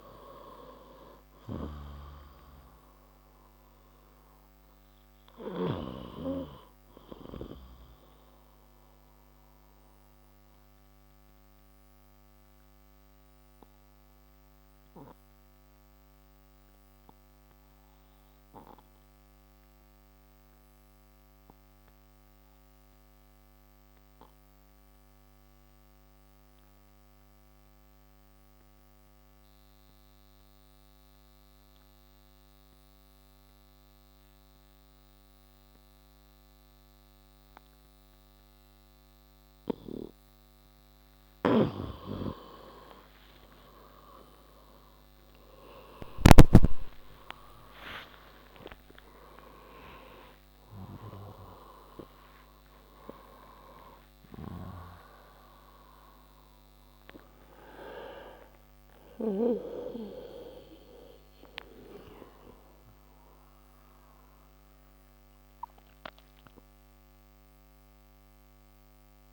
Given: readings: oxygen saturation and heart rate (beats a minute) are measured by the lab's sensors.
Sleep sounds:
a person partly awake in a sleep study, by a microphone on the trachea; 1
1.00-28.00 s: oxygen desaturation (device-marked, oxygen 97% before, 89% lowest, heart rate 62 before, 56 extreme)
10.00-40.00 s: obstructive apnea (oxygen 97% before, 89% lowest)
38.00-68.00 s: new sleep stage, awake
45.00-58.00 s: oxygen desaturation (device-marked, oxygen 97% before, 89% lowest)
65.00-69.33 s: oxygen desaturation (device-marked, oxygen 93% before, 90% lowest, heart rate 72 before, 28 extreme)
68.00-69.33 s: new sleep stage, N2 (light sleep)
From the record:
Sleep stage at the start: N2 (light sleep); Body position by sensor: on the back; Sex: male

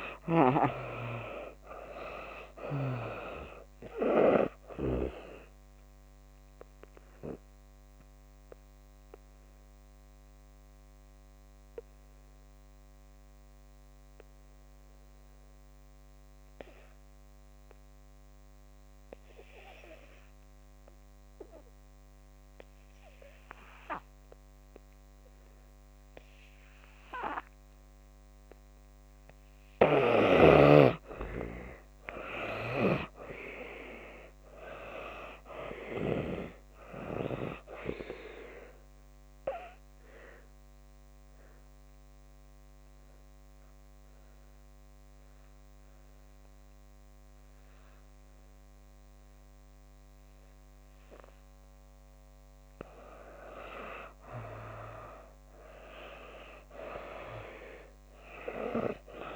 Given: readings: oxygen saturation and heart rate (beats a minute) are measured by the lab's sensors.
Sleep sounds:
breathing in sleep by a microphone on the trachea; 2
0.00-1.50 s: arousal
0.00-23.50 s: oxygen desaturation (device-marked, oxygen 70% lowest)
6.00-29.00 s: obstructive apnea (oxygen 96% before, 70% lowest)
28.50-57.50 s: oxygen desaturation (device-marked, oxygen 95% before, 71% lowest)
31.00-34.50 s: arousal
38.50-52.50 s: obstructive apnea (oxygen 95% before, 71% lowest)
56.00-59.36 s: arousal
From the record:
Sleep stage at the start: N2 (light sleep); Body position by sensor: on the back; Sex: female

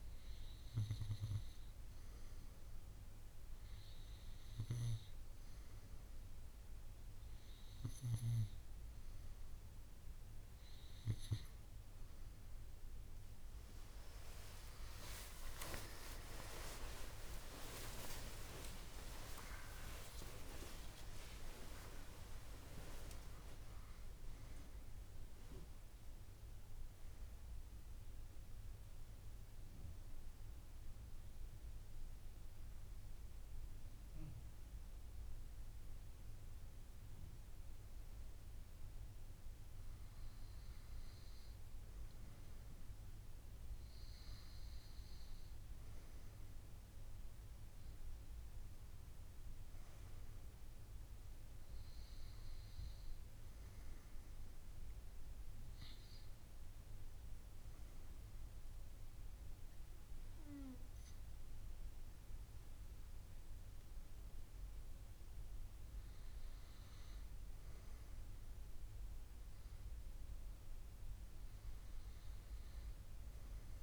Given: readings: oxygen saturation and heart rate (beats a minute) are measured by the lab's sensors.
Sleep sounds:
breathing in sleep by a room microphone; none
15.50-20.50 s: arousal
From the record:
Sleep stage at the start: N2 (light sleep); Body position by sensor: on the right side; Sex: female

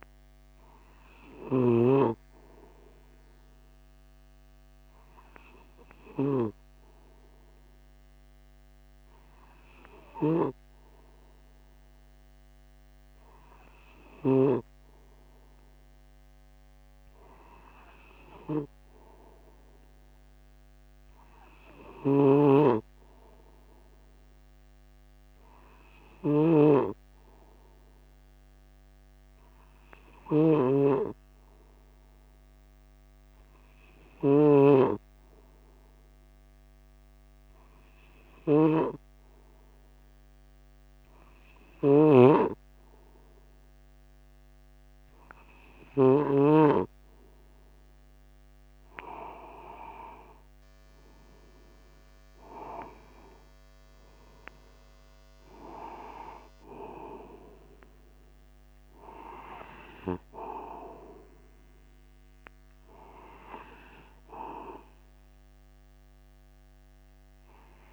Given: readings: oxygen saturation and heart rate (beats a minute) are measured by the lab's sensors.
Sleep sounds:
breathing in sleep by a microphone on the trachea; 1
0.00-1.50 s: long interval between heartbeats (device-marked, heart rate 58 extreme)
2.00-15.00 s: snoring (device-marked)
3.00-5.00 s: long interval between heartbeats (device-marked, heart rate 52 before, 67 extreme)
3.50-44.50 s: hypopnea (oxygen 97% before, 94% lowest, heart rate 52 before, 50 extreme, up 9 after)
22.50-46.50 s: snoring (device-marked)
48.50-52.50 s: arousal
51.00-53.00 s: long interval between heartbeats (device-marked, heart rate 50 before, 59 extreme)
53.00-55.00 s: long interval between heartbeats (device-marked, heart rate 51 before, 67 extreme)
From the record:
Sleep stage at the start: N2 (light sleep); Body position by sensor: upright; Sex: male

